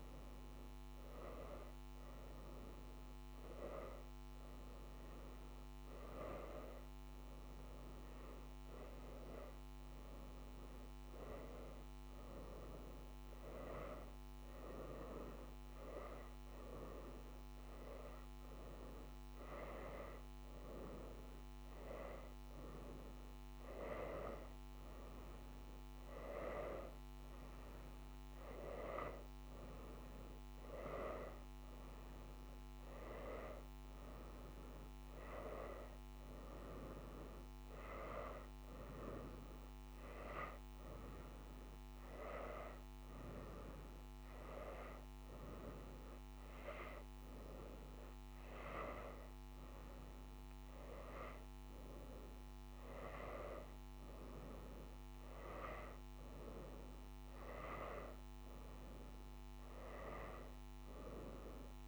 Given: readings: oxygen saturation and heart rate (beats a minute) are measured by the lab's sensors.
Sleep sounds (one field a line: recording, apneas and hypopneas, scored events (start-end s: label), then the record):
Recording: a person partly awake in a sleep study, by a microphone on the trachea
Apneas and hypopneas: none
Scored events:
13.00-61.88 s: new sleep stage, N1 (lightest sleep)
From the record:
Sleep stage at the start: awake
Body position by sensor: on the right side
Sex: female